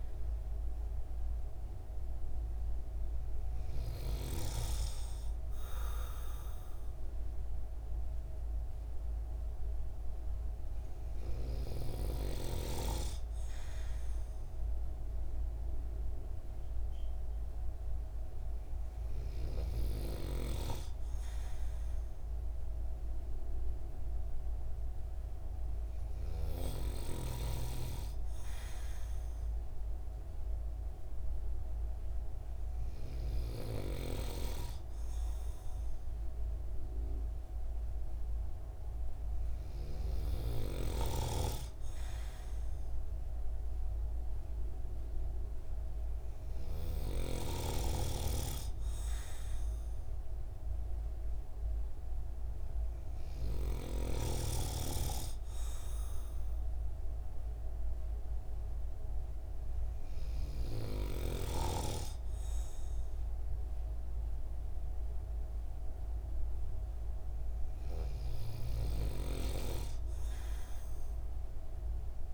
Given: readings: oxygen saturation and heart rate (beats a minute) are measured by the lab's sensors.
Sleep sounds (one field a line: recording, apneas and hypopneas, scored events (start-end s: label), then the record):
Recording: breathing in sleep by a room microphone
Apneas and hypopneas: none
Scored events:
none scored
From the record:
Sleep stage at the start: N2 (light sleep)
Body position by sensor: on the right side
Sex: male